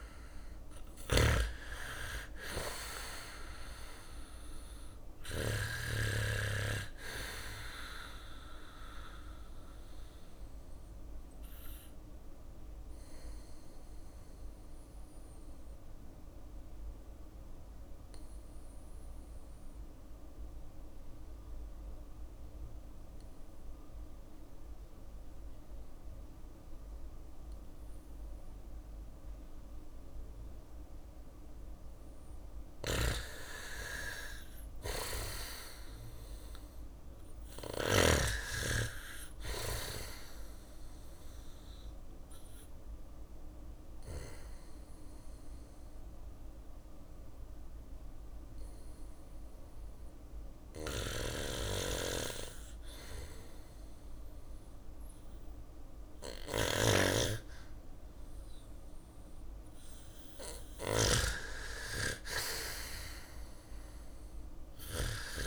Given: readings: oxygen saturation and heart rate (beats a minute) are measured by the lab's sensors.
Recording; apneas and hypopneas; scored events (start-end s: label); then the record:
breathing in sleep by a room microphone; 2
0.00-5.00 s: snoring (device-marked)
0.00-10.00 s: drop in pulse transit time (device-marked, heart rate 58 extreme)
0.00-25.00 s: oxygen desaturation (device-marked, oxygen 86% lowest, heart rate 57 extreme)
3.00-65.47 s: new sleep stage, REM sleep
4.00-10.00 s: bradycardia (device-marked, heart rate 62 before, 58 extreme)
10.50-30.00 s: obstructive apnea (oxygen 96% before, 86% lowest, heart rate 60 before, 57 extreme, up 2 after)
31.50-37.00 s: snoring (device-marked)
32.50-36.50 s: arousal
36.00-59.00 s: oxygen desaturation (device-marked, oxygen 100% before, 92% lowest, heart rate 61 before, 56 extreme)
41.00-49.00 s: bradycardia (device-marked, heart rate 62 before, 57 extreme)
41.50-58.00 s: obstructive apnea (oxygen 100% before, 87% lowest, heart rate 62 before, 56 extreme, up 6 after)
55.50-60.00 s: snoring (device-marked)
61.50-65.00 s: arousal
From the record:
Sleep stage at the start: N2 (light sleep); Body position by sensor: on the back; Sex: male